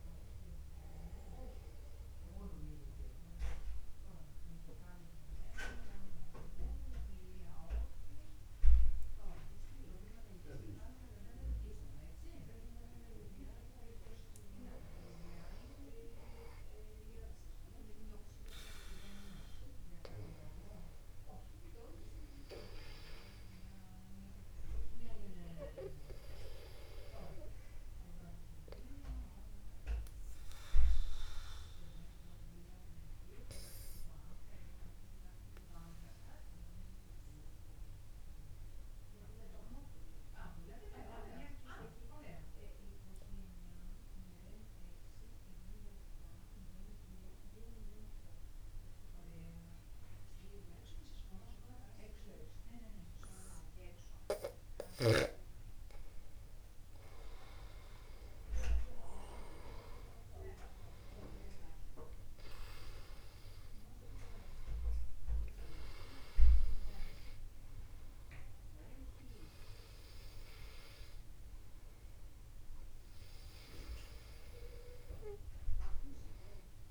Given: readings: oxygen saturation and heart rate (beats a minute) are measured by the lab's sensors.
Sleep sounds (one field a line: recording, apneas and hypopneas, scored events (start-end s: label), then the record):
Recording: breathing in sleep by a room microphone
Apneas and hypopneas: 2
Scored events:
2.00-14.50 s: central apnea (oxygen 98% before, 95% lowest, heart rate 51 before, 49 extreme, up 0 after)
15.50-20.00 s: arousal
27.50-29.50 s: long interval between heartbeats (device-marked, heart rate 49 before, 57 extreme)
29.50-31.50 s: long interval between heartbeats (device-marked, heart rate 50 before, 75 extreme)
31.00-55.00 s: obstructive apnea (oxygen 99% before, 92% lowest, heart rate 53 before, 49 extreme, up 1 after)
57.00-61.50 s: arousal
From the record:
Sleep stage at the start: N2 (light sleep)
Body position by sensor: upright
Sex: male